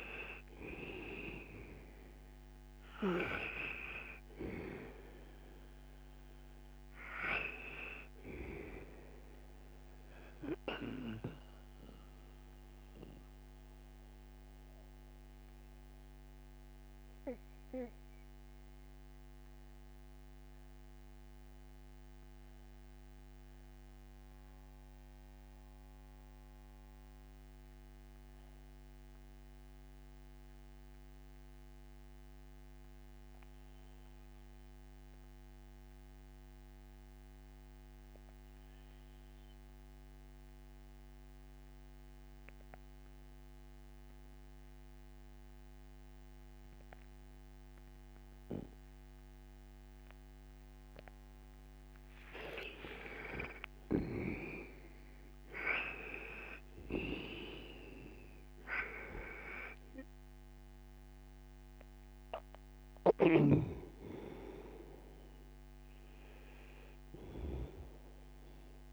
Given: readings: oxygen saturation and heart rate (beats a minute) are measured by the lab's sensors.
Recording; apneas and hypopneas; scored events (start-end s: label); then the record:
breathing in sleep by a microphone on the trachea; 1
0.00-28.00 s: oxygen desaturation (device-marked, oxygen 82% lowest, heart rate 59 extreme)
10.00-51.50 s: mixed apnea (oxygen 98% before, 78% lowest, heart rate 69 before, 59 extreme, up 9 after)
45.00-68.92 s: oxygen desaturation (device-marked, oxygen 98% before, 78% lowest, heart rate 60 before, 56 extreme)
53.00-56.50 s: arousal
62.50-67.50 s: snoring (device-marked)
From the record:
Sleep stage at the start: N2 (light sleep); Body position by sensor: on the right side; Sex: male